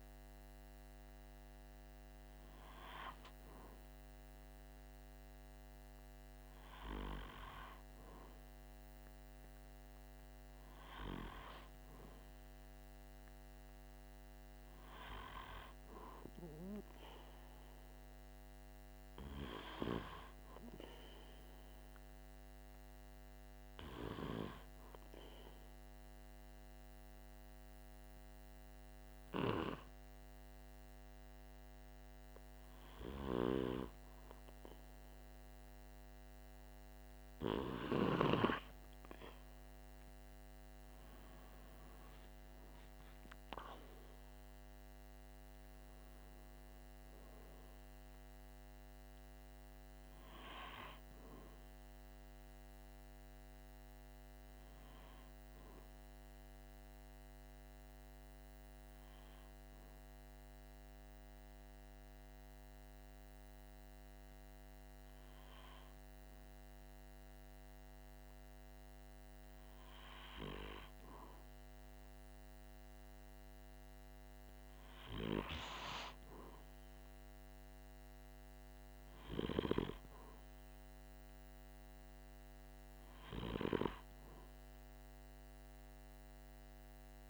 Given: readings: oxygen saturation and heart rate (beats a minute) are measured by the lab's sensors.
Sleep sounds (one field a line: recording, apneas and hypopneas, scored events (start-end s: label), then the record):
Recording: breathing in sleep by a microphone on the trachea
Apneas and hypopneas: 2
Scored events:
18.00-21.00 s: arousal
24.50-37.00 s: hypopnea (oxygen 96% before, 95% lowest, heart rate 46 before, 44 extreme, up 4 after)
39.50-44.00 s: arousal
57.50-72.50 s: hypopnea (oxygen 96% before, 95% lowest, heart rate 47 before, 45 extreme, up 3 after)
74.50-78.00 s: arousal
From the record:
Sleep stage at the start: N2 (light sleep)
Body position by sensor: on the back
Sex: male